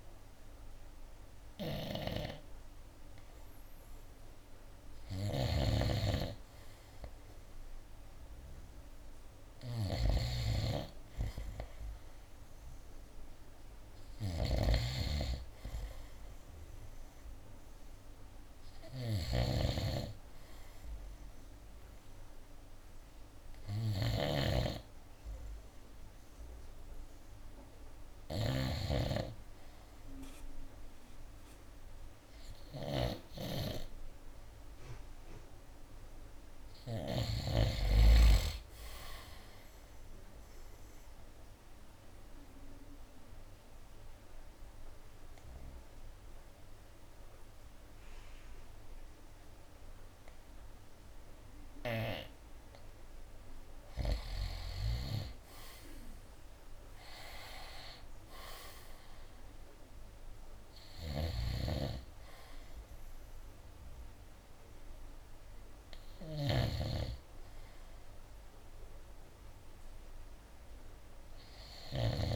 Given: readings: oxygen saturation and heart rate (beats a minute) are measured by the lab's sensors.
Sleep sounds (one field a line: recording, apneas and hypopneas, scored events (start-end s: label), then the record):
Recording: breathing in sleep by a room microphone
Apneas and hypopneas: 1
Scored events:
0.00-3.00 s: oxygen desaturation (device-marked, oxygen 89% lowest, heart rate 65 extreme)
0.00-37.50 s: snoring (device-marked)
5.00-16.00 s: oxygen desaturation (device-marked, oxygen 96% before, 91% lowest, heart rate 69 before, 67 extreme)
38.00-48.00 s: drop in pulse transit time (device-marked, heart rate 70 before, 69 extreme)
40.50-53.00 s: obstructive apnea (oxygen 95% before, 90% lowest, heart rate 70 before, 65 extreme, up 12 after)
55.50-59.00 s: arousal
61.00-72.36 s: snoring (device-marked)
68.00-72.36 s: oxygen desaturation (device-marked, oxygen 95% before, 90% lowest, heart rate 72 before, 67 extreme)
71.00-72.36 s: new sleep stage, N2 (light sleep)
From the record:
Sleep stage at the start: N3 (deep sleep)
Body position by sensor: on the right side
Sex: male